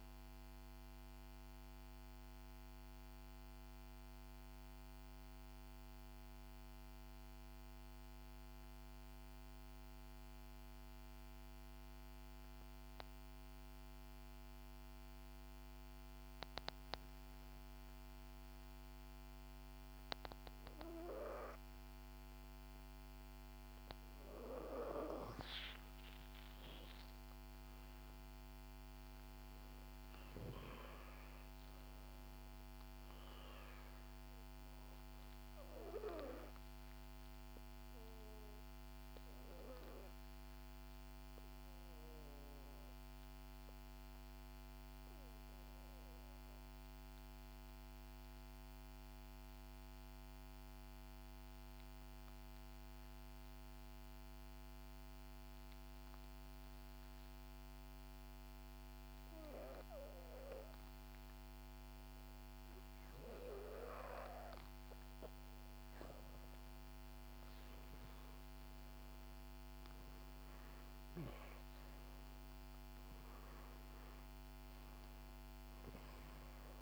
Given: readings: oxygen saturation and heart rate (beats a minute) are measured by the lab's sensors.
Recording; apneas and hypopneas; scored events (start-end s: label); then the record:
breathing in sleep by a microphone on the trachea; 2
1.00-24.50 s: obstructive apnea (oxygen 96% before, 91% lowest, heart rate 68 before, 61 extreme, up 5 after)
26.00-51.00 s: oxygen desaturation (device-marked, oxygen 96% before, 91% lowest, heart rate 64 before, 61 extreme)
27.00-32.00 s: arousal
37.00-39.00 s: long interval between heartbeats (device-marked, heart rate 67 before, 67 extreme)
37.00-63.50 s: obstructive apnea (oxygen 96% before, 91% lowest, heart rate 67 before, 61 extreme, up 5 after)
66.50-71.50 s: arousal
68.00-76.82 s: oxygen desaturation (device-marked, oxygen 95% before, 91% lowest, heart rate 64 before, 64 extreme)
From the record:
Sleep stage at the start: N2 (light sleep); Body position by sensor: on the back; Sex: female